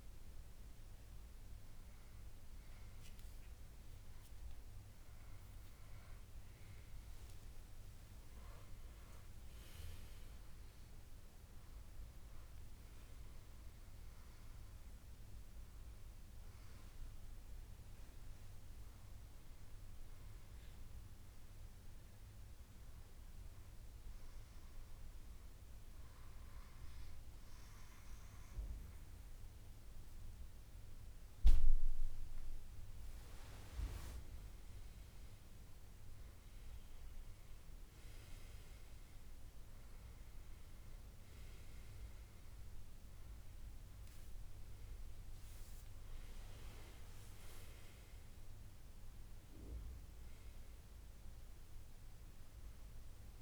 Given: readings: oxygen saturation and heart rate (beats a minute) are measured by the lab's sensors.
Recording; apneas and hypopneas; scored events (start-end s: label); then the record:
breathing in sleep, hard to hear, by a room microphone; 1
0.00-8.50 s: oxygen desaturation (device-marked, oxygen 91% lowest, heart rate 69 extreme)
9.00-13.50 s: arousal
20.50-32.00 s: hypopnea (oxygen 99% before, 95% lowest, heart rate 74 before, 69 extreme, up 8 after)
33.50-37.00 s: arousal
From the record:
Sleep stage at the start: N2 (light sleep); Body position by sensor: on the back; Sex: male